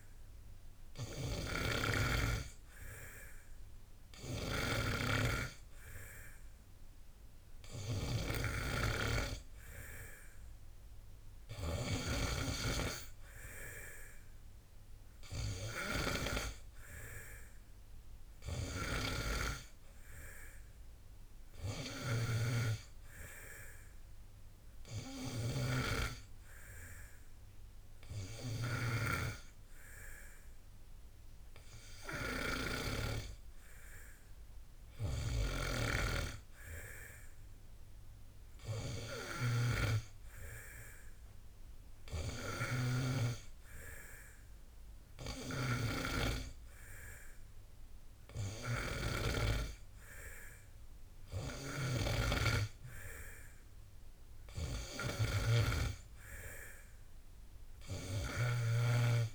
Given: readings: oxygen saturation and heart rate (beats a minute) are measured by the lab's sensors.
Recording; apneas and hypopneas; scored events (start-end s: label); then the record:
breathing in sleep by a room microphone; none
none scored
From the record:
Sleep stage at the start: N2 (light sleep); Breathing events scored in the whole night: 109 in 4.7 hours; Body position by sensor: on the back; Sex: male